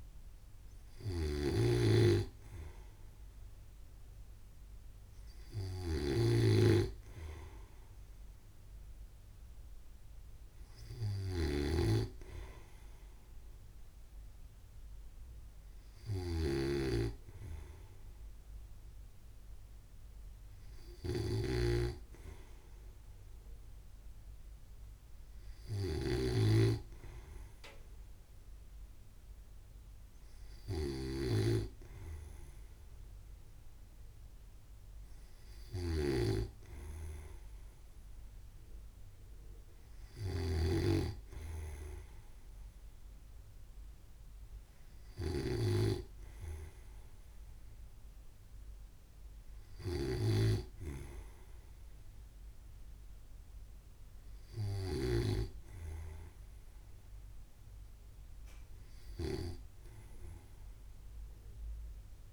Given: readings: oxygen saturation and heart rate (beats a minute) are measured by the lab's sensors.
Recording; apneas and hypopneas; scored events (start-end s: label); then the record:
breathing in sleep by a room microphone; none
0.00-56.00 s: snoring (device-marked)
From the record:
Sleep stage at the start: N2 (light sleep); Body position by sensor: on the right side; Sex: male